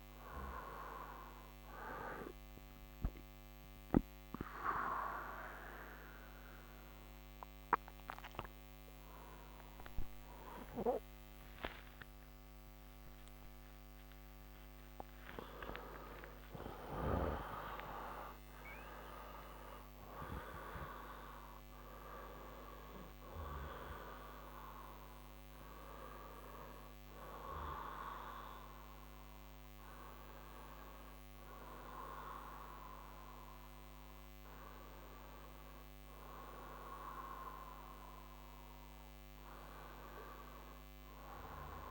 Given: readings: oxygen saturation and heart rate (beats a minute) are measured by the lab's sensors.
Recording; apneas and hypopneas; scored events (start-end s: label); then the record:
breathing in sleep by a microphone on the trachea; none
10.50-16.50 s: arousal
From the record:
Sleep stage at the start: N1 (lightest sleep); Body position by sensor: on the right side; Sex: male